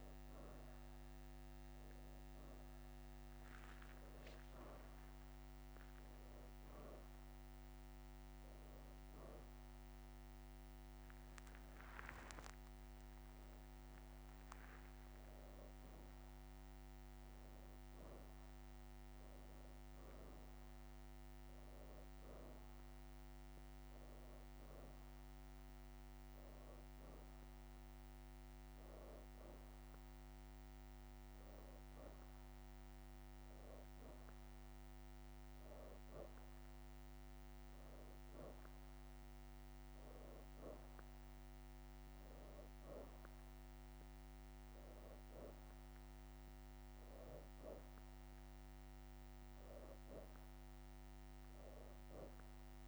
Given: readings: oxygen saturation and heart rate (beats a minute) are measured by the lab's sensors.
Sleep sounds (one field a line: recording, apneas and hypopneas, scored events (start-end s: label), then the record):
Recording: breathing in sleep, hard to hear, by a microphone on the trachea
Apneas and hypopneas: none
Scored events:
11.50-15.00 s: arousal
27.50-34.50 s: oxygen desaturation (device-marked, oxygen 92% before, 88% lowest, heart rate 63 before, 81 extreme)
From the record:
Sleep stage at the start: N2 (light sleep)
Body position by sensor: on the back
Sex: female